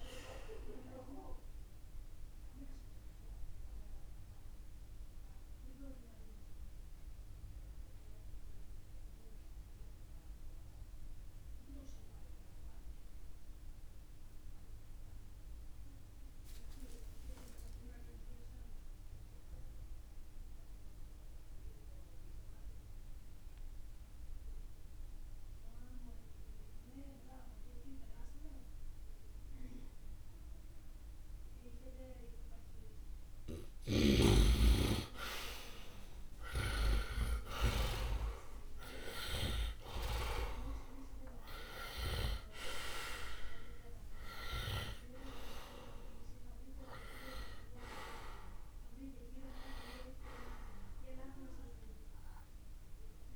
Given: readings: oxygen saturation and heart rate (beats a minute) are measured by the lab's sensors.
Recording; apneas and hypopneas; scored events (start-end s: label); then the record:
breathing in sleep by a room microphone; 1
0.00-13.00 s: oxygen desaturation (device-marked, oxygen 83% lowest, heart rate 49 extreme)
1.00-32.50 s: obstructive apnea (oxygen 99% before, 80% lowest, heart rate 62 before, 49 extreme, up 9 after)
24.00-53.36 s: oxygen desaturation (device-marked, oxygen 99% before, 80% lowest, heart rate 68 before, 49 extreme)
33.50-38.00 s: snoring (device-marked)
34.50-38.00 s: arousal
From the record:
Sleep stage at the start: N2 (light sleep); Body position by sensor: on the right side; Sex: male